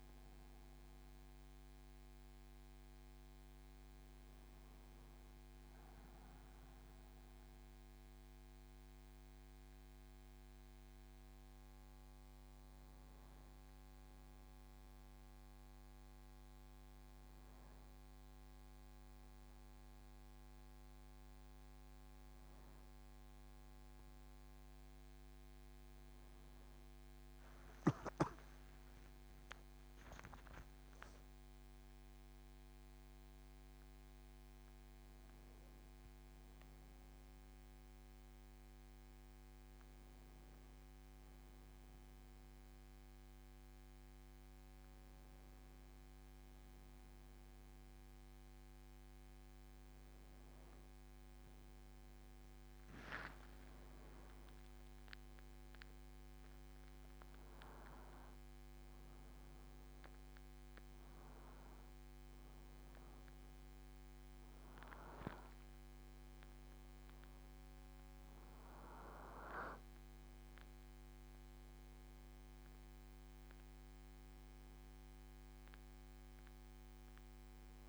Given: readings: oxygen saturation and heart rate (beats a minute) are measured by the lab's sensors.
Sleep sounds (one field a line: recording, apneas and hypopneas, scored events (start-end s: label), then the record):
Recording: a person awake in a sleep study, hard to hear, by a microphone on the trachea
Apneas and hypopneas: none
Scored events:
none scored
From the record:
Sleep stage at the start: awake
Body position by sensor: on the back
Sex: male